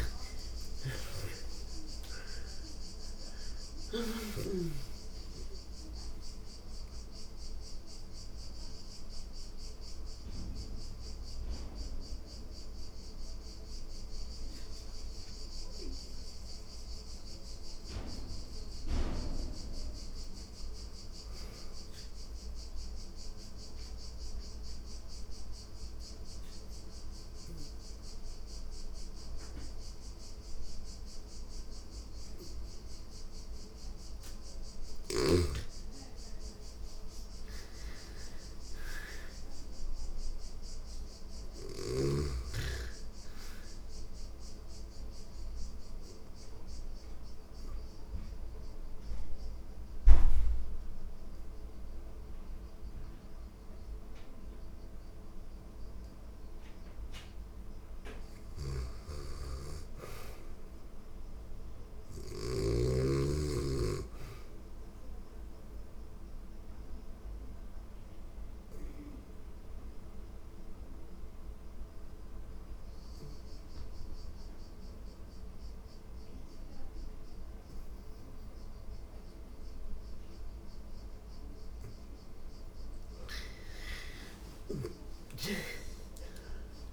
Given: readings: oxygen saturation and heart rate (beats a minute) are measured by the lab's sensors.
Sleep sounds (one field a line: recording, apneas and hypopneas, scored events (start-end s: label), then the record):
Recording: breathing in sleep by a room microphone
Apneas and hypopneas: 4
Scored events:
0.00-2.00 s: arousal
0.00-3.50 s: snoring (device-marked)
0.00-4.00 s: oxygen desaturation (device-marked, oxygen 93% lowest, heart rate 86 extreme)
6.00-17.00 s: central apnea (oxygen 99% before, 85% lowest, heart rate 86 before, 86 extreme, up 1 after)
6.00-21.00 s: oxygen desaturation (device-marked, oxygen 97% before, 85% lowest, heart rate 86 before, 86 extreme)
18.50-21.00 s: arousal
22.00-34.00 s: obstructive apnea (oxygen 98% before, 87% lowest, heart rate 90 before, 85 extreme, up 2 after)
36.50-40.50 s: arousal
42.00-55.00 s: oxygen desaturation (device-marked, oxygen 97% before, 89% lowest, heart rate 87 before, 84 extreme)
43.50-55.50 s: obstructive apnea (oxygen 99% before, 85% lowest, heart rate 88 before, 84 extreme, up 3 after)
56.50-60.50 s: arousal
57.50-62.00 s: snoring (device-marked)
65.00-80.00 s: obstructive apnea (oxygen 99% before, 85% lowest, heart rate 87 before, 84 extreme, up 5 after)
66.00-77.00 s: oxygen desaturation (device-marked, oxygen 99% before, 92% lowest, heart rate 87 before, 84 extreme)
79.00-86.93 s: oxygen desaturation (device-marked, oxygen 97% before, 85% lowest, heart rate 87 before, 84 extreme)
81.50-85.50 s: arousal
From the record:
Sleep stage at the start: N2 (light sleep)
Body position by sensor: on the back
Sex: female